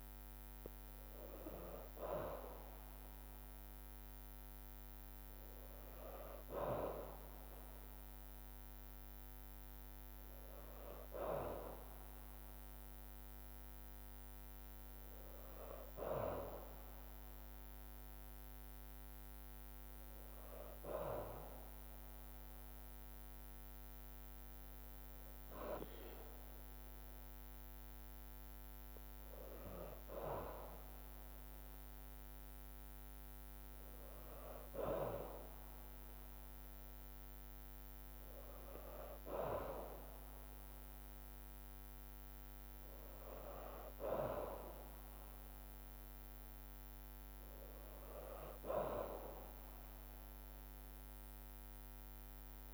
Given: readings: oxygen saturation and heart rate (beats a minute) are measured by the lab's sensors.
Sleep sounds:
breathing in sleep by a microphone on the trachea; none
none scored
From the record:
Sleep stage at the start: N2 (light sleep); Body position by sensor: on the back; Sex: female

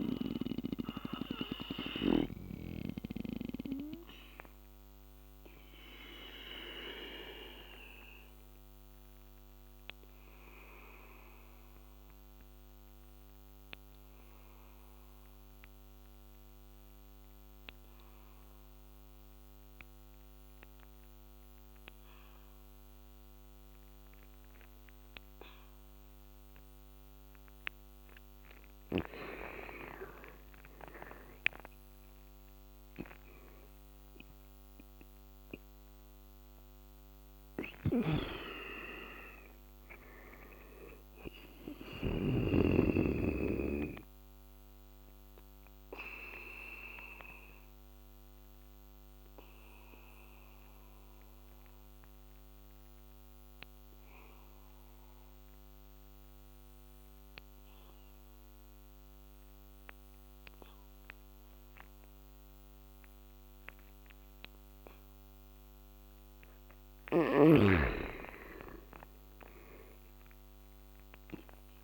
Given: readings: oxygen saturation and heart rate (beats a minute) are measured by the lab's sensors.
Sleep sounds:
breathing in sleep by a microphone on the trachea; 2
0.00-2.00 s: snoring (device-marked)
0.00-16.00 s: oxygen desaturation (device-marked, oxygen 84% lowest, heart rate 69 extreme)
1.00-26.50 s: obstructive apnea (oxygen 99% before, 79% lowest, heart rate 80 before, 69 extreme, up 13 after)
28.00-57.00 s: oxygen desaturation (device-marked, oxygen 98% before, 79% lowest, heart rate 73 before, 66 extreme)
29.50-34.00 s: arousal
37.50-42.00 s: snoring (device-marked)
45.00-66.00 s: obstructive apnea (oxygen 99% before, 79% lowest, heart rate 79 before, 66 extreme, up 18 after)
68.00-71.84 s: arousal
69.00-71.84 s: oxygen desaturation (device-marked, oxygen 99% before, 79% lowest, heart rate 71 before, 68 extreme)
From the record:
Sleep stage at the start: N2 (light sleep); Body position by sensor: on the back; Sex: male

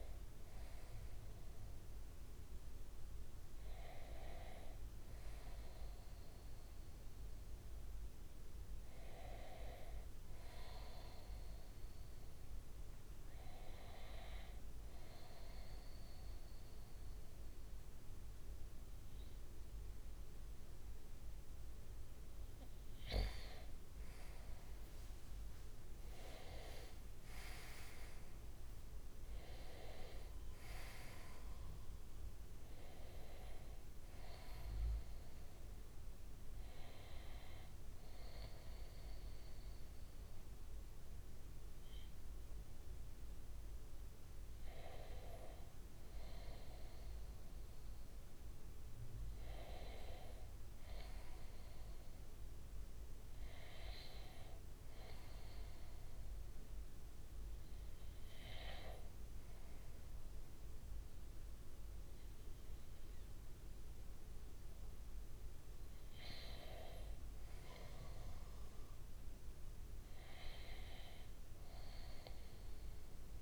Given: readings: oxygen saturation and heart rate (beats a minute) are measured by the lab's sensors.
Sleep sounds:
breathing in sleep by a room microphone; 2
13.00-23.00 s: obstructive apnea (oxygen 97% before, 95% lowest, heart rate 65 before, 60 extreme, up 8 after)
26.50-30.00 s: arousal
35.00-45.00 s: obstructive apnea (oxygen 96% before, 95% lowest, heart rate 64 before, 61 extreme, up 2 after)
47.50-73.42 s: new sleep stage, N2 (light sleep)
48.00-52.00 s: arousal
From the record:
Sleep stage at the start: N1 (lightest sleep); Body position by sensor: on the front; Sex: male

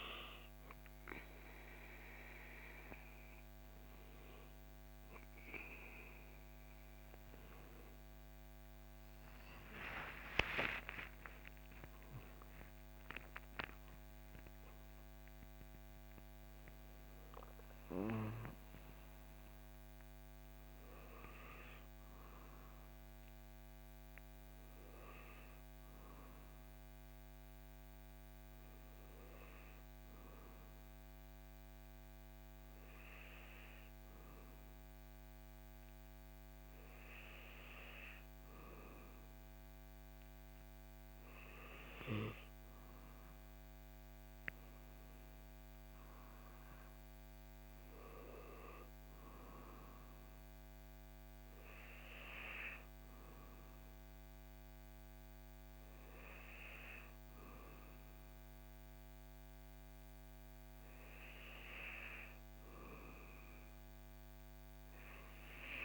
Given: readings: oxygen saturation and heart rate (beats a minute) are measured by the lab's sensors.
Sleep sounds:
breathing in sleep by a microphone on the trachea; none
9.00-13.00 s: arousal
From the record:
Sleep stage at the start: N2 (light sleep); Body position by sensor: on the back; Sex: male

